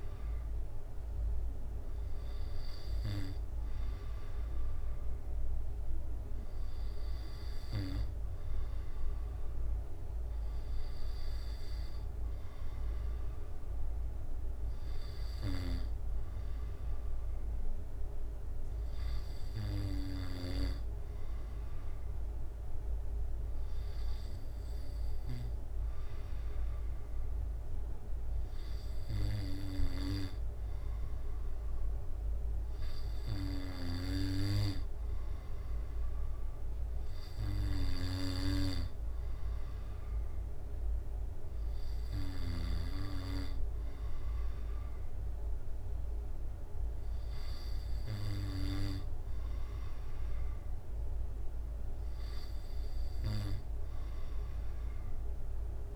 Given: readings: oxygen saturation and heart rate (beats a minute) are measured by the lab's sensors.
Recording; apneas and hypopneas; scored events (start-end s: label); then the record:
breathing in sleep by a room microphone; none
38.00-43.00 s: snoring (device-marked)
From the record:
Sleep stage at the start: N2 (light sleep); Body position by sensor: on the back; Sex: male